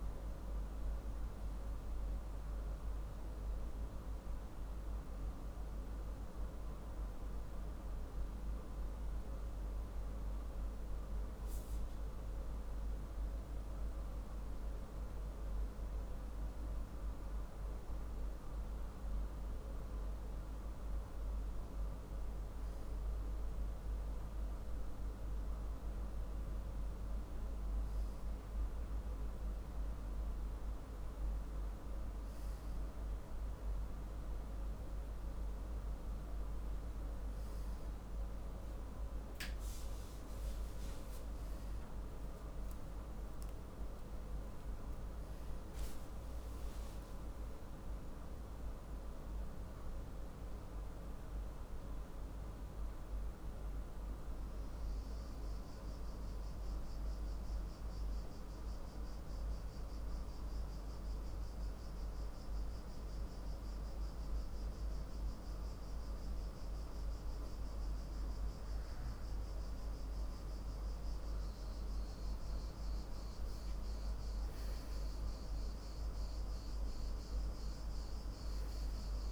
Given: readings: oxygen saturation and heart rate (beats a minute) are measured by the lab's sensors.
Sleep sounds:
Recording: breathing in sleep, hard to hear, by a room microphone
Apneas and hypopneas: 2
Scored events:
3.50-16.00 s: hypopnea (oxygen 95% before, 94% lowest, heart rate 57 before, 53 extreme, up 4 after)
18.00-21.00 s: arousal
43.00-47.00 s: arousal
52.50-63.50 s: hypopnea (oxygen 95% before, 90% lowest, heart rate 62 before, 51 extreme, up 4 after)
65.00-68.50 s: arousal
72.50-79.32 s: oxygen desaturation (device-marked, oxygen 96% before, 90% lowest, heart rate 54 before, 53 extreme)
From the record:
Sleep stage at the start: N2 (light sleep)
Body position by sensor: on the back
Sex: male

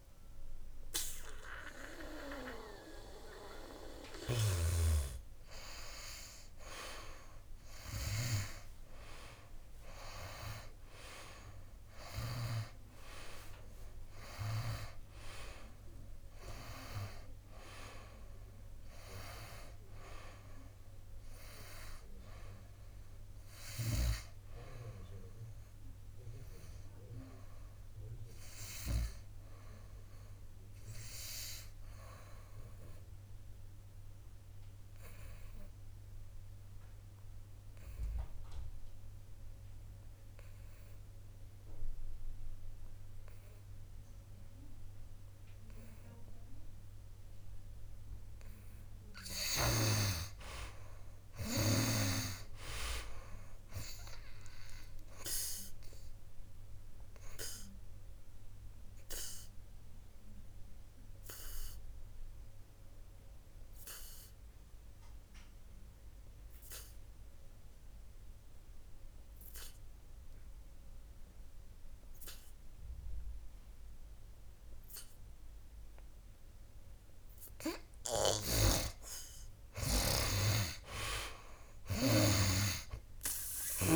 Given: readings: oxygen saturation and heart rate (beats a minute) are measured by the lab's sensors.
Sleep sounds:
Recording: breathing in sleep by a room microphone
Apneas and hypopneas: 2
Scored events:
0.00-23.50 s: oxygen desaturation (device-marked, oxygen 74% lowest, heart rate 64 extreme)
24.50-28.50 s: arousal
34.50-48.50 s: obstructive apnea (oxygen 98% before, 78% lowest, heart rate 70 before, 62 extreme, up 5 after)
48.50-79.50 s: oxygen desaturation (device-marked, oxygen 98% before, 81% lowest, heart rate 66 before, 61 extreme)
50.50-53.50 s: arousal
55.50-78.00 s: obstructive apnea (oxygen 98% before, 78% lowest, heart rate 65 before, 61 extreme, up 12 after)
78.50-83.96 s: snoring (device-marked)
82.00-83.96 s: arousal
From the record:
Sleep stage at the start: N2 (light sleep)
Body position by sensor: on the back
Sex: male

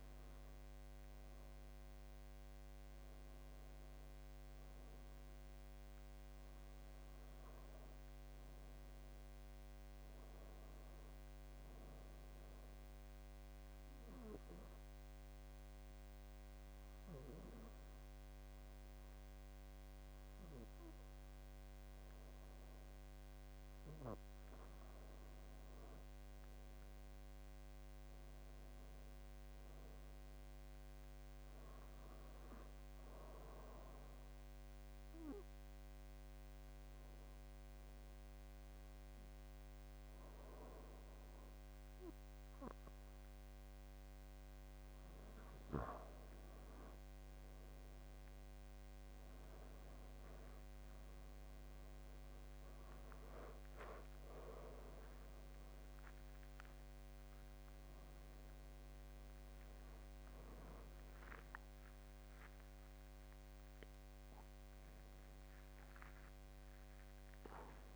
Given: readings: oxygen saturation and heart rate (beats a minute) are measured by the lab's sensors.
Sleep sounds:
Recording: a person partly awake in a sleep study, by a microphone on the trachea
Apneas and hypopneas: 2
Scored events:
12.50-22.50 s: obstructive apnea (oxygen 93% before, 88% lowest, heart rate 84 before, 73 extreme, up 4 after)
26.00-29.00 s: arousal
33.50-45.50 s: obstructive apnea (oxygen 92% before, 88% lowest, heart rate 83 before, 81 extreme, up 14 after)
42.50-67.96 s: new sleep stage, awake
54.50-67.96 s: oxygen desaturation (device-marked, oxygen 93% before, 88% lowest, heart rate 84 before, 82 extreme)
From the record:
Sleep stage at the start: N2 (light sleep)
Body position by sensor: on the back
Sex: male

